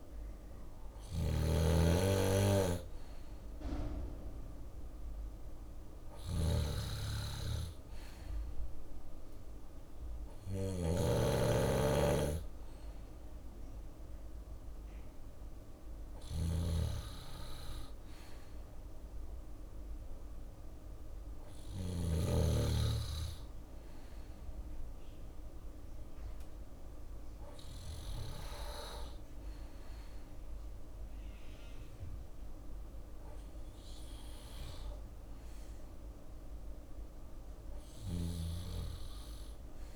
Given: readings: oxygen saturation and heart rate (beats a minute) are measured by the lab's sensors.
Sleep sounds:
breathing in sleep by a room microphone; none
0.00-5.50 s: drop in pulse transit time (device-marked, heart rate 59 extreme)
0.00-6.50 s: oxygen desaturation (device-marked, oxygen 92% lowest, heart rate 59 extreme)
0.00-21.50 s: snoring (device-marked)
35.50-39.50 s: arousal
37.00-39.96 s: snoring (device-marked)
From the record:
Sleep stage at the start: N2 (light sleep); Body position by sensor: on the left side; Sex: male

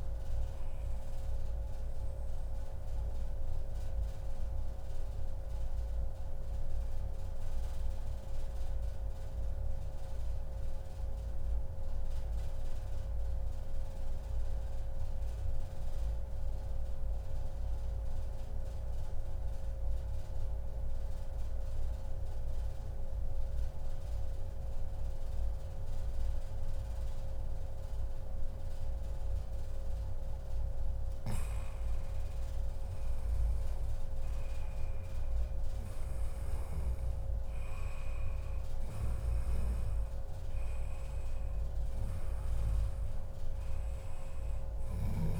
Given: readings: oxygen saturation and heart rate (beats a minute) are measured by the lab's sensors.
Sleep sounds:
breathing in sleep, hard to hear, by a room microphone; 1
0.00-10.00 s: oxygen desaturation (device-marked, oxygen 92% lowest, heart rate 88 extreme)
2.00-29.00 s: mixed apnea (oxygen 98% before, 92% lowest, heart rate 111 before, 91 extreme, up 13 after)
8.00-10.00 s: long interval between heartbeats (device-marked, heart rate 104 before, 91 extreme)
30.00-45.40 s: oxygen desaturation (device-marked, oxygen 98% before, 94% lowest, heart rate 106 before, 97 extreme)
32.00-36.00 s: arousal
43.00-45.00 s: long interval between heartbeats (device-marked, heart rate 111 before, 114 extreme)
From the record:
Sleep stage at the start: N2 (light sleep); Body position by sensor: on the back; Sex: male

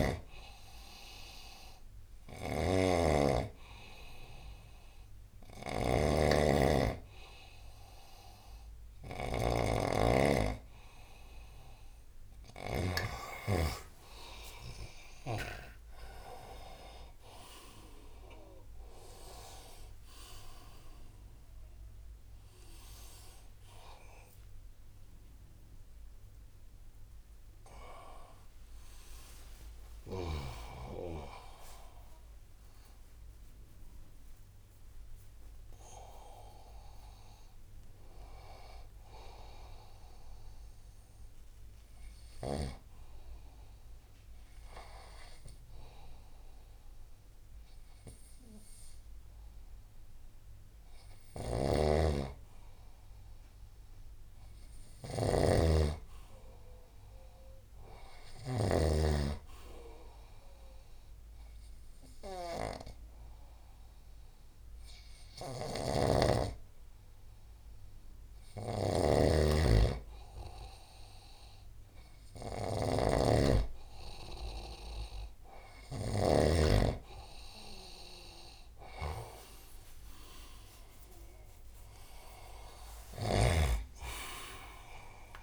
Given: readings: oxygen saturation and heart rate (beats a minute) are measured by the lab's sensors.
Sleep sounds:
breathing in sleep by a room microphone; none
0.00-10.00 s: oxygen desaturation (device-marked, oxygen 94% lowest, heart rate 71 extreme)
0.00-13.00 s: snoring (device-marked)
16.00-20.50 s: arousal
51.00-76.00 s: snoring (device-marked)
79.50-83.00 s: arousal
From the record:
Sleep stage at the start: N2 (light sleep); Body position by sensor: on the right side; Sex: male

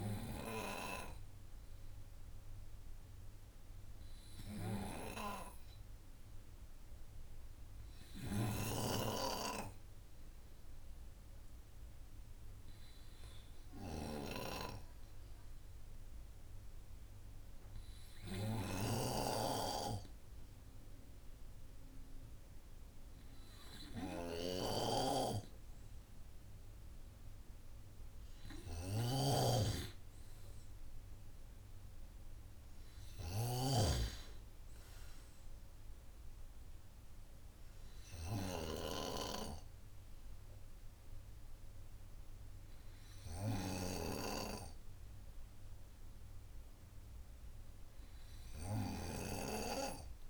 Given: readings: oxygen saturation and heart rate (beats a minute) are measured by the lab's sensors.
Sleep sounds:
breathing in sleep by a room microphone; none
29.00-34.00 s: snoring (device-marked)
44.00-49.50 s: snoring (device-marked)
From the record:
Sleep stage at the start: N2 (light sleep); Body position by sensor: on the right side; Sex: male

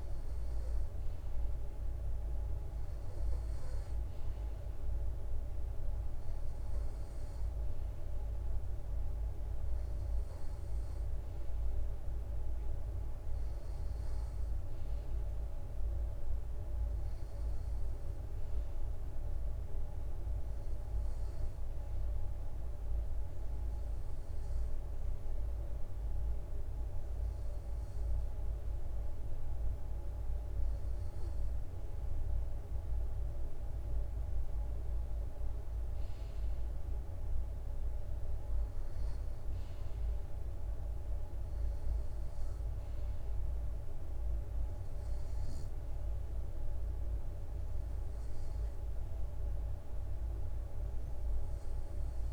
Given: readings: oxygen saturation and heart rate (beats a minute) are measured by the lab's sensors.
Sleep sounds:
breathing in sleep, hard to hear, by a room microphone; none
30.00-44.00 s: drop in pulse transit time (device-marked, heart rate 66 before, 63 extreme)
From the record:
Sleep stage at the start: N3 (deep sleep); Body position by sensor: on the right side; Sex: male

